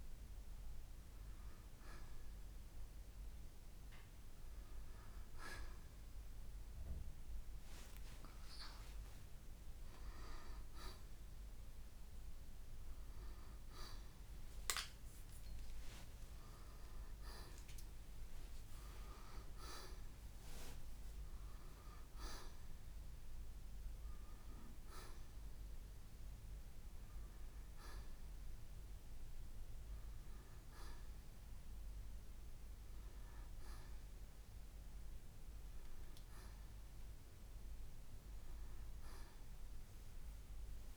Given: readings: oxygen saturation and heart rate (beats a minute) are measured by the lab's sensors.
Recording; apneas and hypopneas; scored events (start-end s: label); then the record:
a person awake in a sleep study, by a room microphone; none
1.00-15.00 s: oxygen desaturation (device-marked, oxygen 93% before, 87% lowest, heart rate 65 before, 63 extreme)
23.00-40.97 s: new sleep stage, N2 (light sleep)
From the record:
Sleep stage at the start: awake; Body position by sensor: on the right side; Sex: male